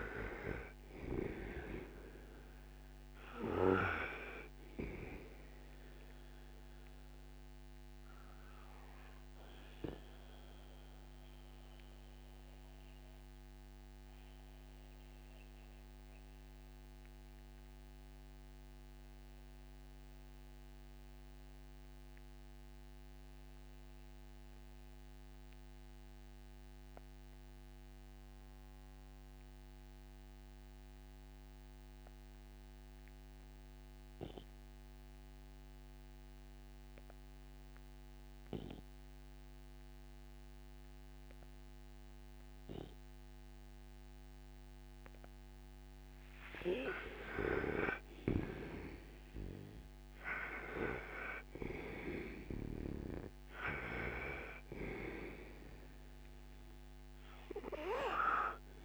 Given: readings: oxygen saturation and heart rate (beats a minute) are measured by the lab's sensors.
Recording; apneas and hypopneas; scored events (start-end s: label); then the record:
breathing in sleep by a microphone on the trachea; 1
0.00-26.50 s: oxygen desaturation (device-marked, oxygen 84% lowest, heart rate 59 extreme)
8.00-46.00 s: mixed apnea (oxygen 97% before, 82% lowest, heart rate 68 before, 59 extreme, up 15 after)
44.50-58.85 s: oxygen desaturation (device-marked, oxygen 98% before, 82% lowest, heart rate 61 before, 58 extreme)
47.00-51.00 s: arousal
From the record:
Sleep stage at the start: N2 (light sleep); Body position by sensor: on the right side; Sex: male